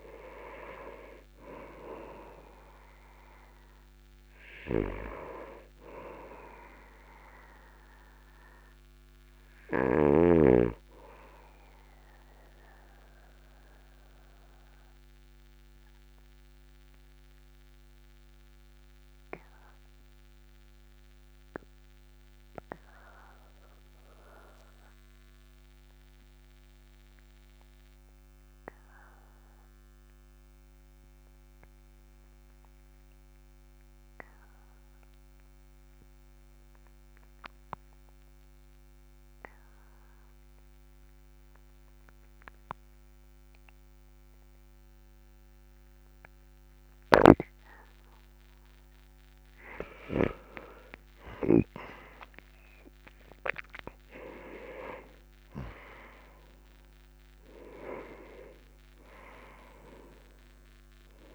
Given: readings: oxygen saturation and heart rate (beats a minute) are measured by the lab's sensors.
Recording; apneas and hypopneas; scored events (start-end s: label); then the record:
breathing in sleep by a microphone on the trachea; 1
12.00-29.00 s: oxygen desaturation (device-marked, oxygen 98% before, 93% lowest, heart rate 47 before, 42 extreme)
12.50-48.50 s: obstructive apnea (oxygen 98% before, 91% lowest, heart rate 47 before, 42 extreme, up 5 after)
51.00-55.50 s: arousal
From the record:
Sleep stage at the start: N2 (light sleep); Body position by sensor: on the back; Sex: male